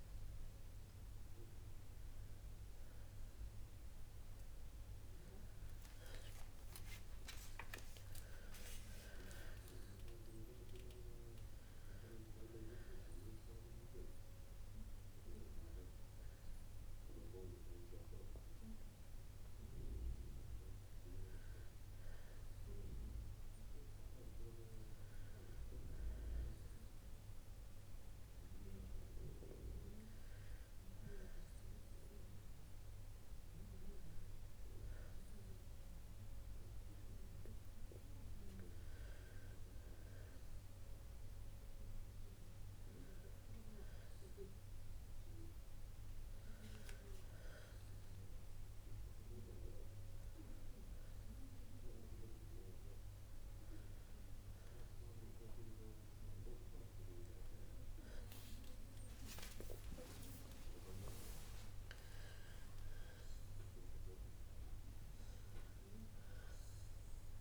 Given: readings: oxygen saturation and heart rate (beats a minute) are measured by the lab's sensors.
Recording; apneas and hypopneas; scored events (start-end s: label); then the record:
breathing in sleep by a room microphone; none
58.50-64.50 s: arousal
From the record:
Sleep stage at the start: N2 (light sleep); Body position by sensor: on the back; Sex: female